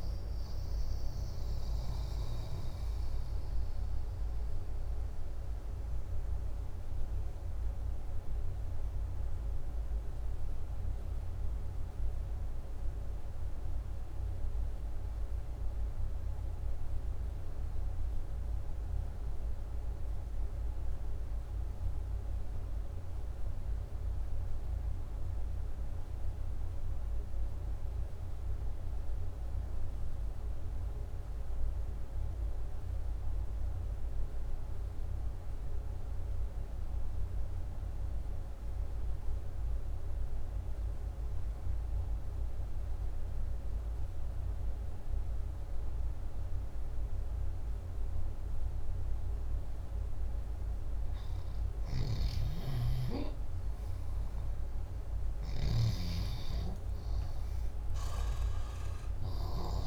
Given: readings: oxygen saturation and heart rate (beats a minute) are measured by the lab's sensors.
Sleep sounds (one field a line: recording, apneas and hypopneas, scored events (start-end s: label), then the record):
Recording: breathing in sleep, hard to hear, by a room microphone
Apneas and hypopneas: 1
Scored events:
0.00-14.50 s: oxygen desaturation (device-marked, oxygen 93% lowest, heart rate 55 extreme)
6.00-51.00 s: mixed apnea (oxygen 98% before, 90% lowest, heart rate 62 before, 56 extreme, up 6 after)
48.50-59.87 s: oxygen desaturation (device-marked, oxygen 97% before, 93% lowest, heart rate 59 before, 61 extreme)
53.50-58.00 s: arousal
From the record:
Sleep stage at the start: N2 (light sleep)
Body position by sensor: upright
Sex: male